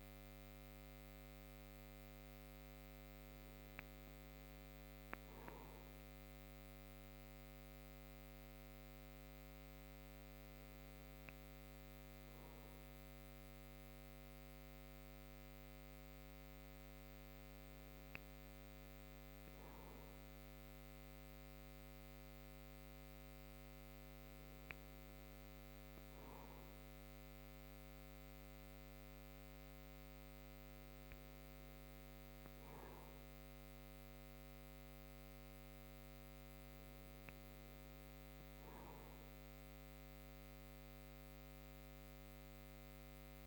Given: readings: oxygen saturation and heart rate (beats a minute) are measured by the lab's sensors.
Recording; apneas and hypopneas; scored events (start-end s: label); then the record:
breathing in sleep, hard to hear, by a microphone on the trachea; none
none scored
From the record:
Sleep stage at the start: N3 (deep sleep); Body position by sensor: on the back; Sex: male